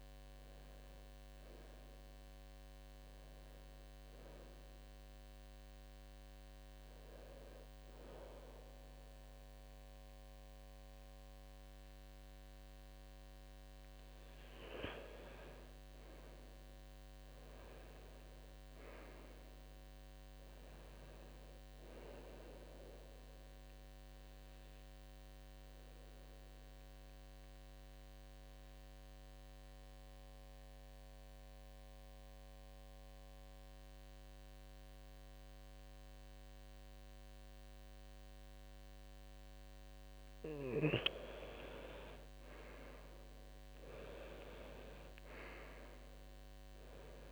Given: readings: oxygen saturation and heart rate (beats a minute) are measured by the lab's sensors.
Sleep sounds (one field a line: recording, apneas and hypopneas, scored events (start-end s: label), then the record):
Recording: a person partly awake in a sleep study, by a microphone on the trachea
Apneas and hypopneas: 1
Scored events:
6.00-36.00 s: new sleep stage, N1 (lightest sleep)
24.50-39.50 s: obstructive apnea (oxygen 99% before, 91% lowest, heart rate 77 before, 67 extreme, up 10 after)
26.00-41.00 s: oxygen desaturation (device-marked, oxygen 99% before, 94% lowest, heart rate 76 before, 67 extreme)
36.00-47.32 s: new sleep stage, N2 (light sleep)
41.00-45.00 s: arousal
From the record:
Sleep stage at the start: awake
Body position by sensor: on the left side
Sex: male